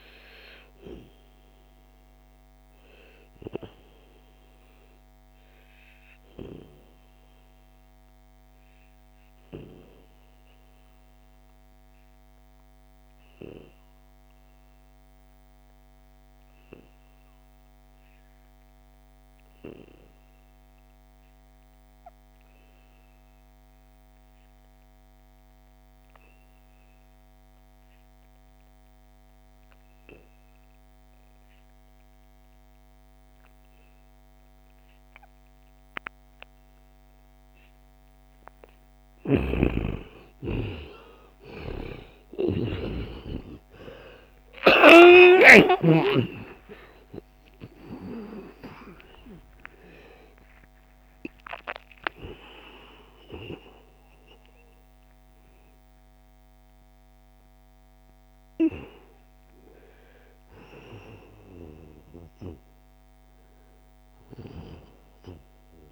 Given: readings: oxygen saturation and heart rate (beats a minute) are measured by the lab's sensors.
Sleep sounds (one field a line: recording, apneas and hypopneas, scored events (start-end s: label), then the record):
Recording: breathing in sleep by a microphone on the trachea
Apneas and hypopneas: 1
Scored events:
0.00-7.00 s: oxygen desaturation (device-marked, oxygen 94% lowest, heart rate 60 extreme)
1.00-37.50 s: obstructive apnea (oxygen 98% before, 89% lowest, heart rate 73 before, 59 extreme, up 55 after)
20.00-45.00 s: oxygen desaturation (device-marked, oxygen 95% before, 89% lowest, heart rate 70 before, 59 extreme)
29.00-34.00 s: bradycardia (device-marked, heart rate 71 before, 59 extreme)
40.00-42.00 s: long interval between heartbeats (device-marked, heart rate 61 before, 82 extreme)
40.00-45.50 s: arousal
40.50-45.00 s: snoring (device-marked)
44.00-46.00 s: long interval between heartbeats (device-marked, heart rate 67 before, 110 extreme)
49.00-65.92 s: new sleep stage, N1 (lightest sleep)
From the record:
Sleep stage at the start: N2 (light sleep)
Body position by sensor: on the back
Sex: male